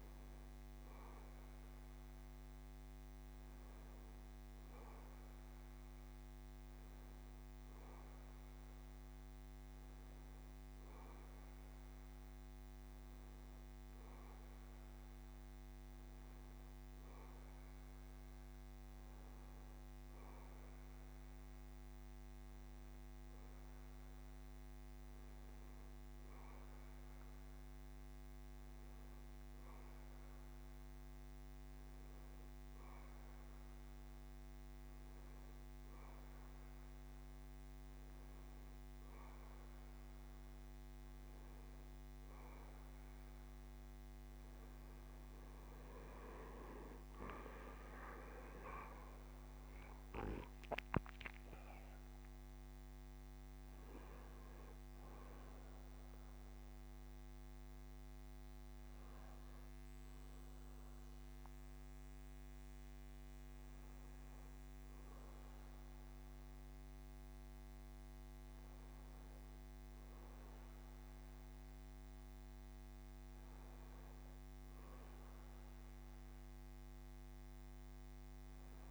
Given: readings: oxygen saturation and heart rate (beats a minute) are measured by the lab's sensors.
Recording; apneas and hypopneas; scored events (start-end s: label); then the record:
breathing in sleep, hard to hear, by a microphone on the trachea; none
none scored
From the record:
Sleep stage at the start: N1 (lightest sleep); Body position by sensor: on the back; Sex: male